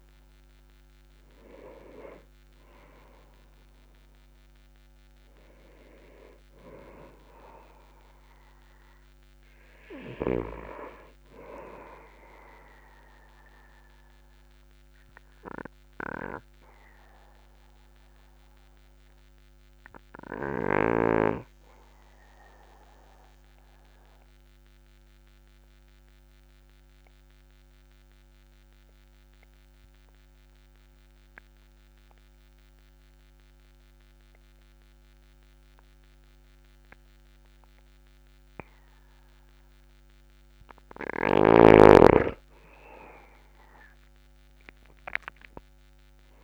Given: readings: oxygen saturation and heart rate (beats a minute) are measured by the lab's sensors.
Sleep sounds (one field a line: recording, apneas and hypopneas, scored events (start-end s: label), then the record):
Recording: breathing in sleep by a microphone on the trachea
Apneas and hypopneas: 1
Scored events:
13.50-40.50 s: obstructive apnea (oxygen 98% before, 94% lowest, heart rate 49 before, 39 extreme, up 5 after)
14.50-25.50 s: oxygen desaturation (device-marked, oxygen 97% before, 94% lowest, heart rate 49 before, 39 extreme)
43.00-46.44 s: arousal
From the record:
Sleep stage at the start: N2 (light sleep)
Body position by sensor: on the back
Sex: male